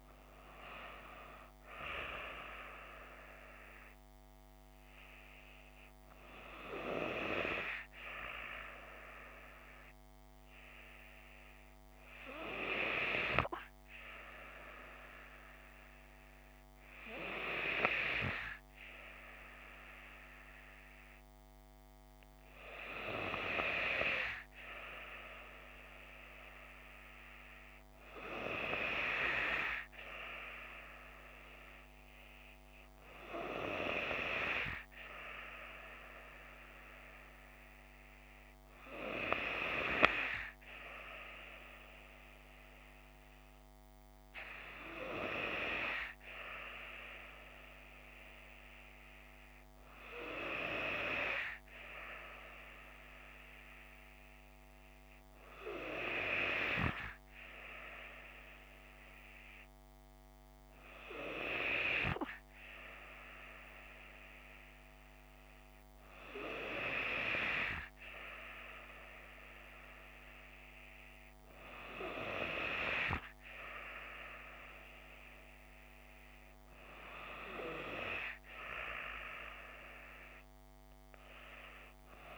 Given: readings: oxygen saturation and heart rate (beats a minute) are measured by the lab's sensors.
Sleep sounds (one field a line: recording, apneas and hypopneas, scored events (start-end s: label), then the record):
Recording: breathing in sleep by a microphone on the trachea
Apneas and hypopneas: none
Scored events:
none scored
From the record:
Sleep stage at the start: N2 (light sleep)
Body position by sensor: on the left side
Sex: female